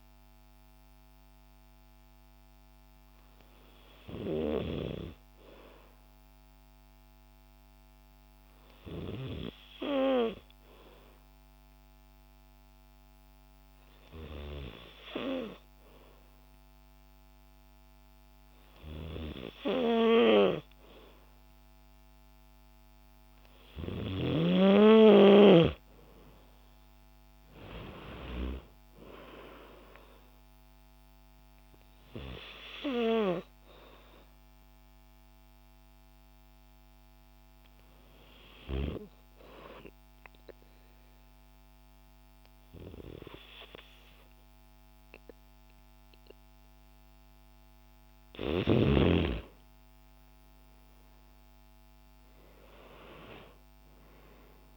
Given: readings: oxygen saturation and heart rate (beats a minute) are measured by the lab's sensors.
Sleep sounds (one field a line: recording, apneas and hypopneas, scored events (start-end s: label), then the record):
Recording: breathing in sleep by a microphone on the trachea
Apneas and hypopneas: 2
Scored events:
3.00-23.50 s: hypopnea (oxygen 97% before, 92% lowest, heart rate 59 before, 53 extreme, up 9 after)
24.50-52.50 s: oxygen desaturation (device-marked, oxygen 97% before, 92% lowest, heart rate 54 before, 53 extreme)
26.00-29.00 s: arousal
34.00-47.00 s: hypopnea (oxygen 97% before, 91% lowest, heart rate 57 before, 53 extreme, up 13 after)
48.50-53.00 s: arousal
From the record:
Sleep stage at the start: N2 (light sleep)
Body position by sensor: on the back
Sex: female